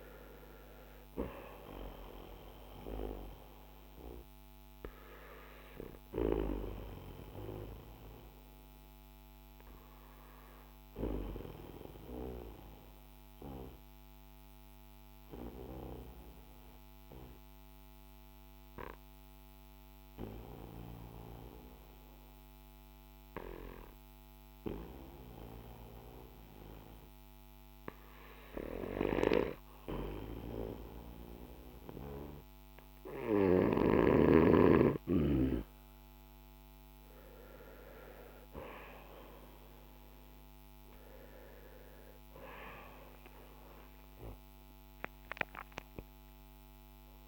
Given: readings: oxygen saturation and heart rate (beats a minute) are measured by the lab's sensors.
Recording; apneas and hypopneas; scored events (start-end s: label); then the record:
breathing in sleep by a microphone on the trachea; 1
7.00-32.00 s: obstructive apnea (oxygen 97% before, 92% lowest, heart rate 56 before, 45 extreme, up 6 after)
36.50-41.50 s: arousal
From the record:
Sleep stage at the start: N2 (light sleep); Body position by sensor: on the back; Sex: male